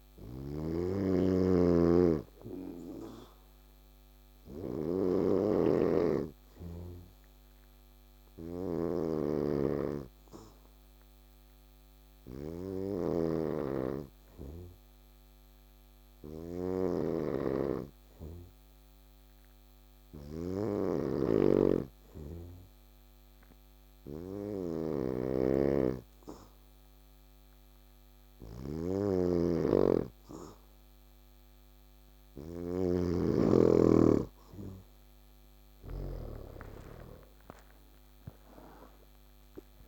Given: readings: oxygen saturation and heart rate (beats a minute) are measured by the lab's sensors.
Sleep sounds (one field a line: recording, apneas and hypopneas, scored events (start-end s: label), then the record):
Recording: breathing in sleep by a microphone on the trachea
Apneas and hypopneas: 1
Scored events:
0.00-3.00 s: arousal
0.00-18.00 s: oxygen desaturation (device-marked, oxygen 100% before, 95% lowest, heart rate 65 before, 65 extreme)
0.00-36.00 s: snoring (device-marked)
7.00-33.00 s: hypopnea (oxygen 100% before, 91% lowest, heart rate 64 before, 65 extreme, up 10 after)
20.00-39.88 s: oxygen desaturation (device-marked, oxygen 96% before, 91% lowest, heart rate 67 before, 60 extreme)
37.00-39.88 s: arousal
From the record:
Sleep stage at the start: N2 (light sleep)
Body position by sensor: on the back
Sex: male